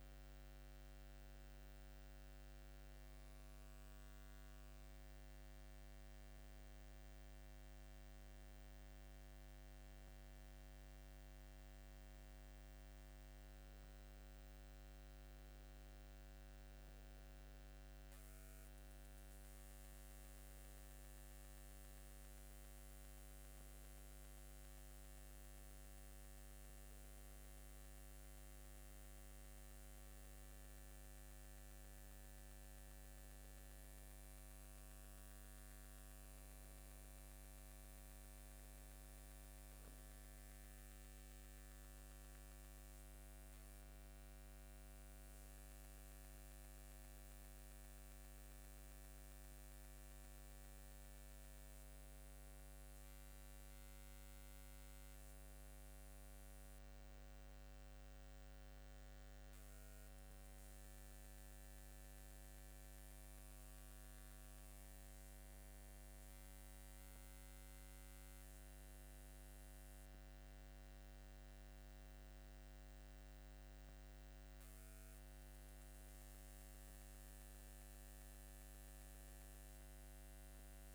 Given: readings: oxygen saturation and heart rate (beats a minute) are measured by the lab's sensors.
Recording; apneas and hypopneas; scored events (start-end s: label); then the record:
breathing in sleep, hard to hear, by a microphone on the trachea; none
none scored
From the record:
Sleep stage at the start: N2 (light sleep); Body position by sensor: upright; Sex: male